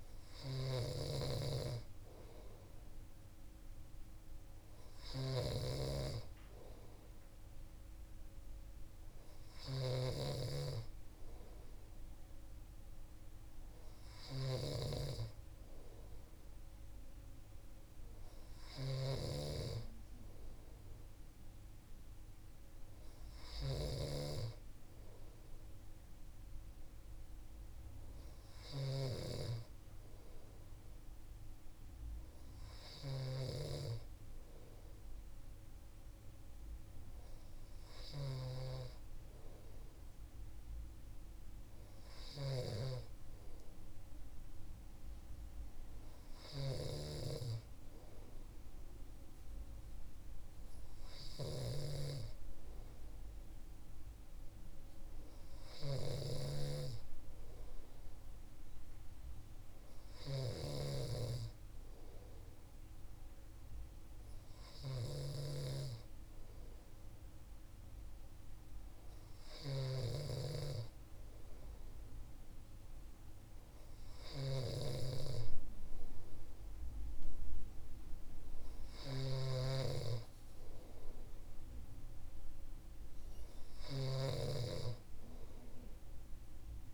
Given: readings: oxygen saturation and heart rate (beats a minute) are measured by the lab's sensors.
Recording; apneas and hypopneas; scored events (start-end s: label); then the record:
breathing in sleep by a room microphone; none
0.00-86.94 s: snoring (device-marked)
From the record:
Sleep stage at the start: N2 (light sleep); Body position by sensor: on the right side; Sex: male